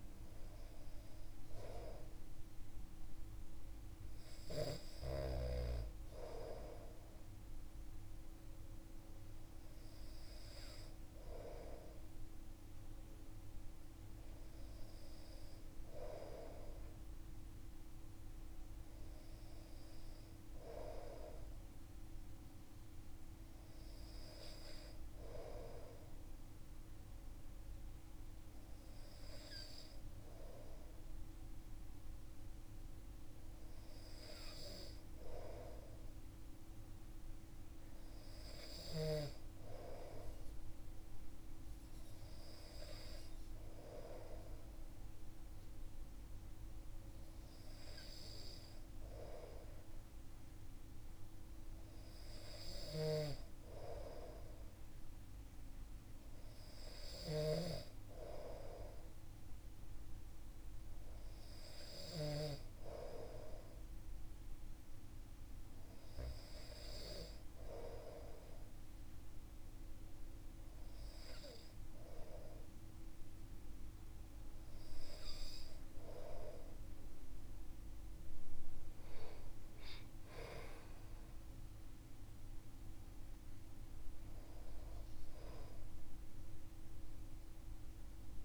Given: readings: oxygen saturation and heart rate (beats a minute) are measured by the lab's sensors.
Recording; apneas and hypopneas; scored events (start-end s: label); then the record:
breathing in sleep by a room microphone; none
80.50-83.00 s: arousal
From the record:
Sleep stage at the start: N2 (light sleep); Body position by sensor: on the back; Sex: male